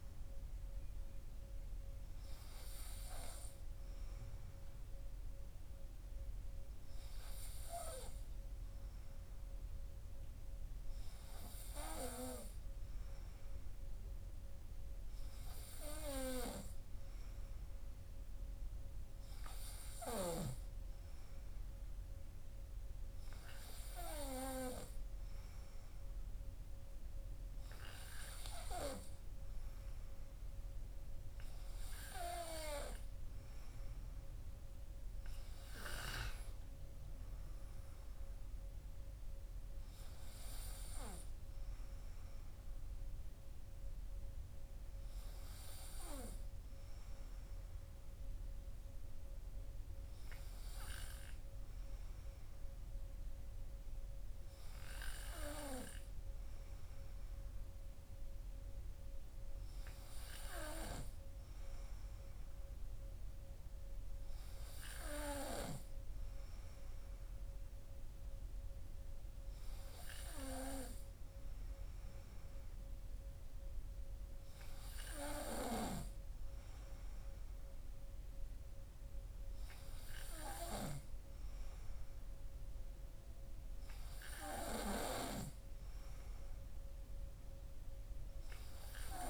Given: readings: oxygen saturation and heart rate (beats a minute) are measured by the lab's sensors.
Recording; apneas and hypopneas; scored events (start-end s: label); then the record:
breathing in sleep by a room microphone; none
none scored
From the record:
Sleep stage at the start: N2 (light sleep); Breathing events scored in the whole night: 219 in 7.0 hours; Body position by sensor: on the right side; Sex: male